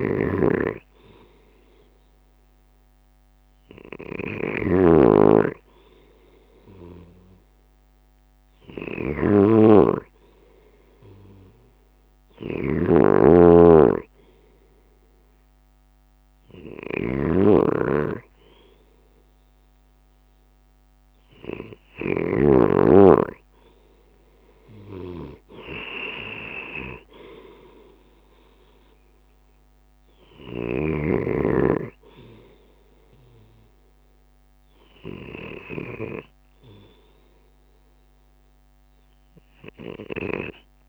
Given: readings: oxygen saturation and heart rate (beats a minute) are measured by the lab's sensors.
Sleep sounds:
breathing in sleep by a microphone on the trachea; none
15.00-35.00 s: oxygen desaturation (device-marked, oxygen 94% before, 91% lowest, heart rate 58 before, 55 extreme)
36.50-40.00 s: arousal
From the record:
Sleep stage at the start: N2 (light sleep); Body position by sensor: on the left side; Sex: male

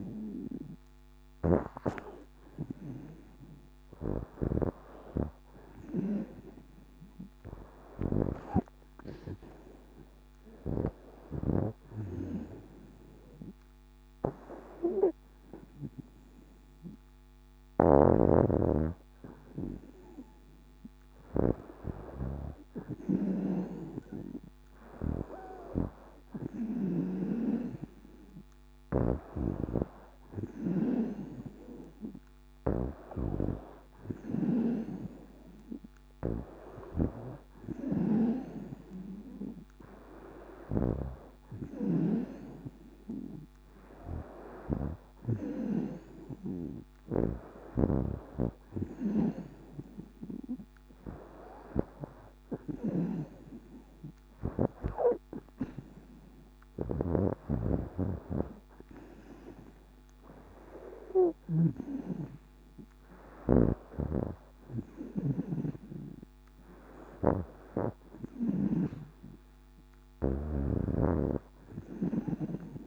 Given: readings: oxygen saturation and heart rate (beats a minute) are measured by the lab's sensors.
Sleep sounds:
breathing in sleep by a microphone on the trachea; none
0.00-4.00 s: arousal
0.00-4.50 s: snoring (device-marked)
17.50-27.00 s: snoring (device-marked)
29.00-34.50 s: snoring (device-marked)
36.50-61.50 s: snoring (device-marked)
63.50-68.50 s: snoring (device-marked)
70.50-72.87 s: snoring (device-marked)
From the record:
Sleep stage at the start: N2 (light sleep); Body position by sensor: on the back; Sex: female

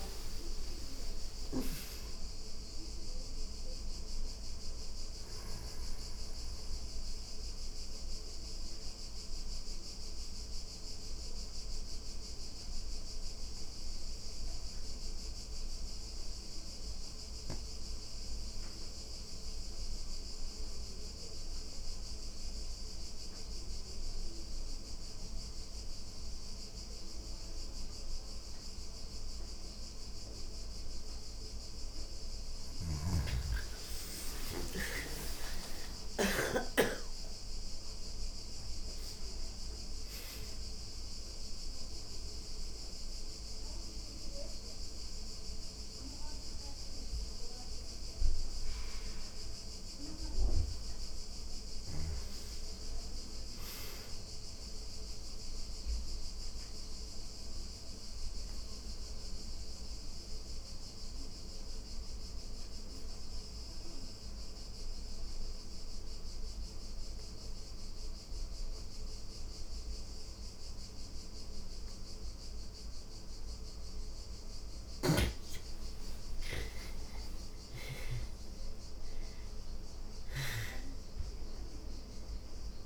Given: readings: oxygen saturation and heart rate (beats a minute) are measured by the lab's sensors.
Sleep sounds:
breathing in sleep by a room microphone; 3
0.00-11.50 s: oxygen desaturation (device-marked, oxygen 83% lowest, heart rate 40 extreme)
6.50-31.00 s: mixed apnea (oxygen 97% before, 79% lowest, heart rate 128 before, 40 extreme)
25.50-49.50 s: oxygen desaturation (device-marked, oxygen 99% before, 79% lowest, heart rate 122 before, 47 extreme)
31.50-35.50 s: snoring (device-marked)
32.50-36.00 s: arousal
40.00-50.50 s: mixed apnea (oxygen 99% before, 79% lowest, heart rate 101 before, 47 extreme, up 13 after)
51.50-53.50 s: arousal
54.50-72.00 s: obstructive apnea (oxygen 99% before, 82% lowest, heart rate 123 before, 47 extreme)
61.50-66.50 s: oxygen desaturation (device-marked, oxygen 99% before, 94% lowest, heart rate 111 before, 92 extreme)
68.50-82.86 s: oxygen desaturation (device-marked, oxygen 98% before, 82% lowest, heart rate 94 before, 59 extreme)
75.00-79.50 s: arousal
From the record:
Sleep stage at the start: REM sleep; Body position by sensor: on the back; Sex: female

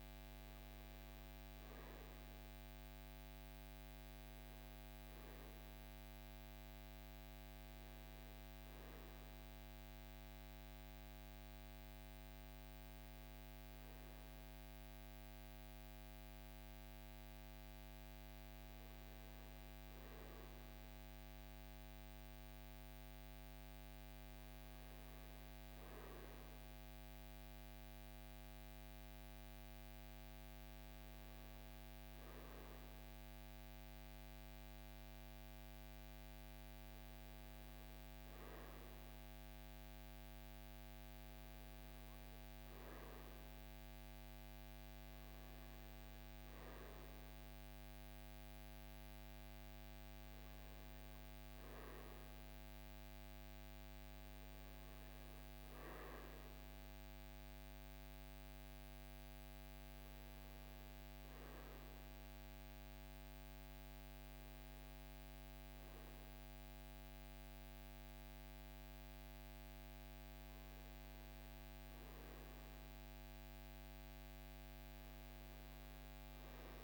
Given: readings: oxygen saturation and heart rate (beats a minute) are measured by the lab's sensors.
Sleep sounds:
breathing in sleep, hard to hear, by a microphone on the trachea; none
none scored
From the record:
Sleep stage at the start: N2 (light sleep); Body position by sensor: on the right side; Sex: male

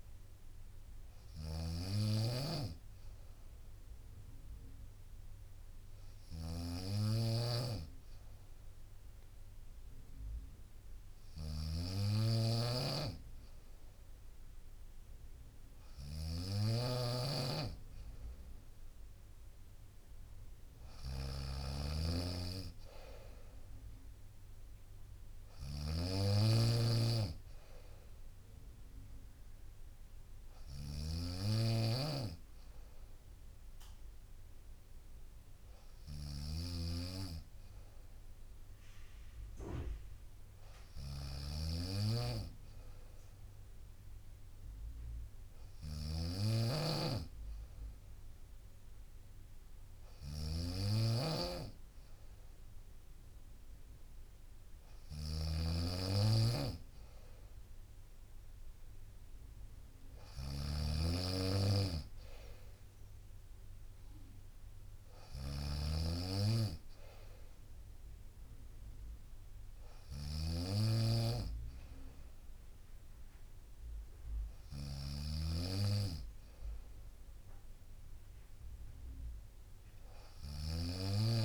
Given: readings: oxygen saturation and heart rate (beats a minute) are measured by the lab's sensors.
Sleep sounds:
breathing in sleep by a room microphone; none
0.00-81.44 s: snoring (device-marked)
30.00-33.00 s: bradycardia (device-marked, heart rate 61 before, 60 extreme)
From the record:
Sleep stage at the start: N2 (light sleep); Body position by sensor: on the right side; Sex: female

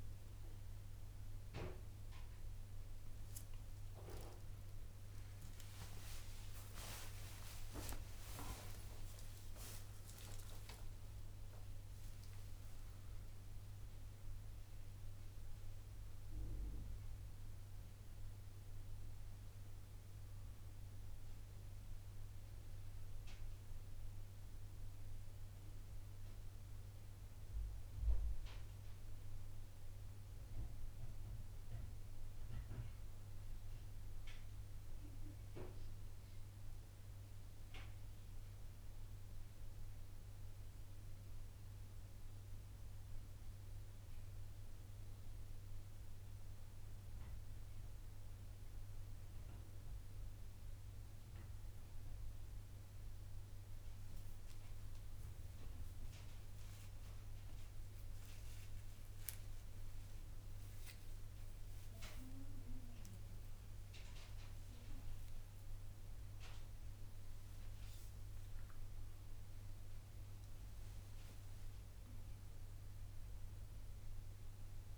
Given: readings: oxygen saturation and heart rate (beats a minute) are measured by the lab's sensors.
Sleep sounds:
breathing in sleep by a room microphone; none
5.00-10.50 s: arousal
34.50-74.98 s: new sleep stage, N1 (lightest sleep)
57.50-61.00 s: arousal
66.00-71.00 s: arousal
From the record:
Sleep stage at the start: N2 (light sleep); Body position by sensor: on the right side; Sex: male

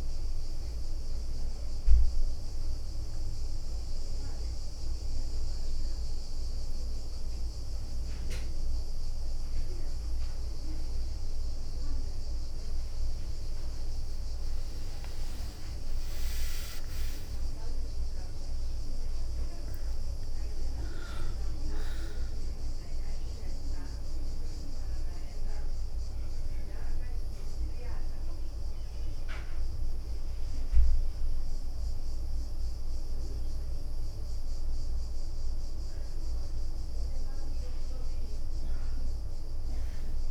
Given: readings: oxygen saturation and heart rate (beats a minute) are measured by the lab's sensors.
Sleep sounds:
a person partly awake in a sleep study, by a room microphone; none
6.00-9.00 s: leg movement (device-marked)
12.50-18.50 s: tachycardia (device-marked, heart rate 90 before, 125 extreme)
14.50-16.50 s: long interval between heartbeats (device-marked, heart rate 75 before, 96 extreme)
14.50-19.00 s: leg movement (device-marked)
14.50-40.31 s: new sleep stage, N1 (lightest sleep)
From the record:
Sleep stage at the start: awake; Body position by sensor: on the back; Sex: female

